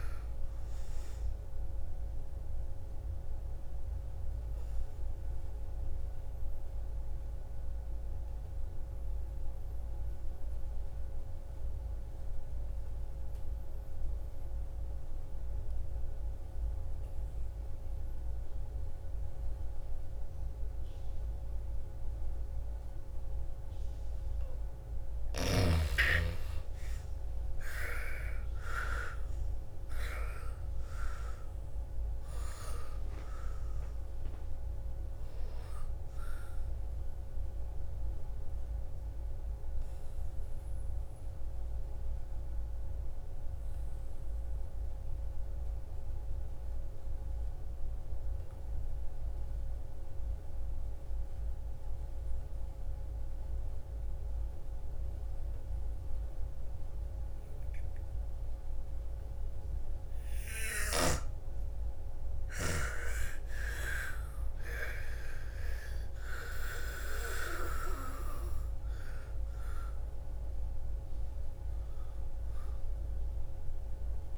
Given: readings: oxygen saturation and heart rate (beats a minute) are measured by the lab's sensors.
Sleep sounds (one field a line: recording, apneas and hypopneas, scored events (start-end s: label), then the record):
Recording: breathing in sleep by a room microphone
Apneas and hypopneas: 2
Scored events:
0.00-8.50 s: oxygen desaturation (device-marked, oxygen 84% lowest, heart rate 54 extreme)
2.50-23.50 s: obstructive apnea (oxygen 99% before, 81% lowest, heart rate 64 before, 54 extreme, up 15 after)
22.50-45.50 s: oxygen desaturation (device-marked, oxygen 98% before, 82% lowest, heart rate 58 before, 54 extreme)
25.50-30.50 s: arousal
36.50-60.00 s: obstructive apnea (oxygen 98% before, 81% lowest, heart rate 62 before, 54 extreme, up 14 after)
62.50-66.00 s: arousal
62.50-74.38 s: oxygen desaturation (device-marked, oxygen 99% before, 81% lowest, heart rate 55 before, 56 extreme)
From the record:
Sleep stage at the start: N2 (light sleep)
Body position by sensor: on the back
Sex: female